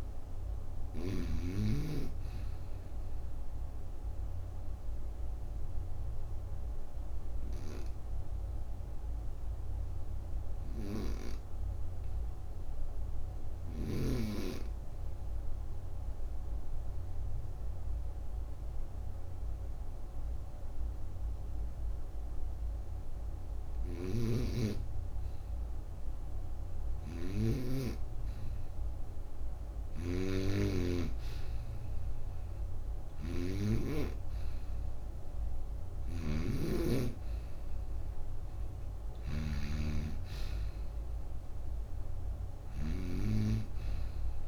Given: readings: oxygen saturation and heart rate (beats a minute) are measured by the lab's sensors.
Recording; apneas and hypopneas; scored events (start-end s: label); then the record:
breathing in sleep by a room microphone; 1
0.00-1.00 s: snoring (device-marked)
0.00-7.00 s: oxygen desaturation (device-marked, oxygen 89% lowest, heart rate 34 extreme)
3.50-23.50 s: obstructive apnea (oxygen 93% before, 88% lowest, heart rate 50 before, 36 extreme, up 13 after)
23.50-44.48 s: snoring (device-marked)
26.00-33.00 s: oxygen desaturation (device-marked, oxygen 97% before, 94% lowest)
From the record:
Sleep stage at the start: N2 (light sleep); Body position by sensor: on the right side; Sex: female